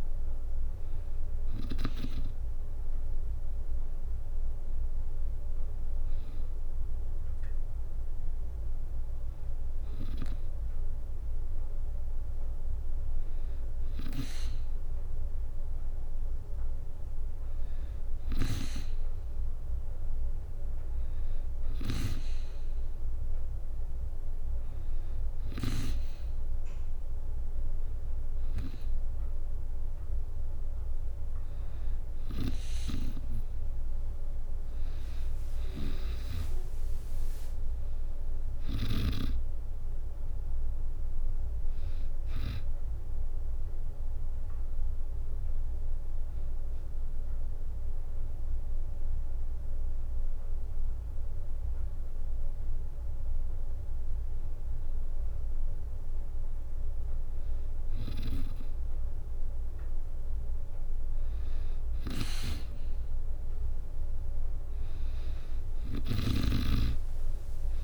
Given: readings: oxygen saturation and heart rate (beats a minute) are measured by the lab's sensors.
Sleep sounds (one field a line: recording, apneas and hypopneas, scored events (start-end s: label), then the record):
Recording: breathing in sleep by a room microphone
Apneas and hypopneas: 1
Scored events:
17.50-21.50 s: snoring (device-marked)
32.00-38.50 s: snoring (device-marked)
35.00-37.50 s: arousal
36.00-48.00 s: drop in pulse transit time (device-marked, heart rate 66 before, 62 extreme)
46.00-57.00 s: hypopnea (oxygen 96% before, 93% lowest, heart rate 68 before, 60 extreme, up 5 after)
61.50-66.00 s: snoring (device-marked)
62.50-65.00 s: arousal
66.00-67.84 s: drop in pulse transit time (device-marked, heart rate 62 before, 64 extreme)
66.00-67.84 s: oxygen desaturation (device-marked, oxygen 97% before, 93% lowest, heart rate 62 before, 60 extreme)
From the record:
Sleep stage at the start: N2 (light sleep)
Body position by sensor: on the back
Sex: female